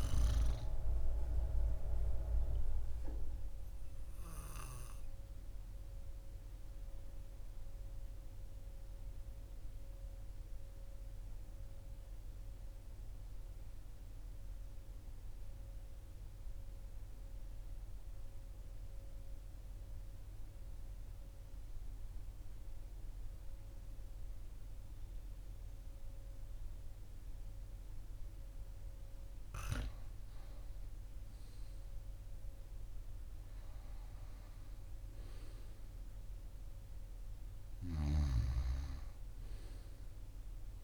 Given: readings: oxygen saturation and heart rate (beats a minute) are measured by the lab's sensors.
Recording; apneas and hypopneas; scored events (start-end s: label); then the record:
breathing in sleep by a room microphone; 1
0.00-4.50 s: oxygen desaturation (device-marked, oxygen 94% lowest, heart rate 39 extreme)
4.00-29.00 s: obstructive apnea (oxygen 97% before, 93% lowest, heart rate 43 before, 41 extreme, up 3 after)
29.50-40.84 s: oxygen desaturation (device-marked, oxygen 98% before, 93% lowest, heart rate 41 before, 42 extreme)
31.00-34.50 s: arousal
From the record:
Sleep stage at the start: N2 (light sleep); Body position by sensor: on the right side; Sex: male